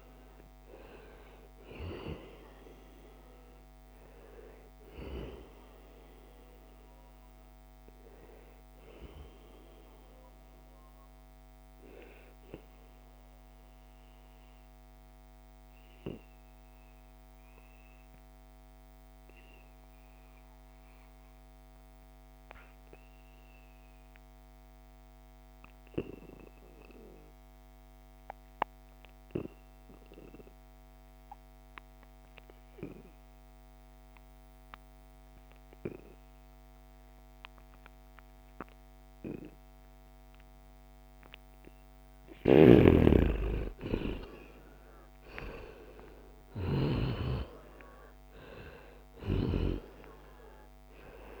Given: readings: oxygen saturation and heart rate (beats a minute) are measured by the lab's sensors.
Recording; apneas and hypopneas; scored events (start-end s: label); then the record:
breathing in sleep by a microphone on the trachea; 1
0.00-16.50 s: oxygen desaturation (device-marked, oxygen 89% lowest, heart rate 70 extreme)
10.00-41.00 s: obstructive apnea (oxygen 96% before, 88% lowest, heart rate 78 before, 69 extreme, up 4 after)
36.50-51.40 s: oxygen desaturation (device-marked, oxygen 97% before, 88% lowest, heart rate 72 before, 69 extreme)
42.00-47.00 s: snoring (device-marked)
43.00-47.50 s: arousal
From the record:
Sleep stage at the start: N2 (light sleep); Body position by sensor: on the right side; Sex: male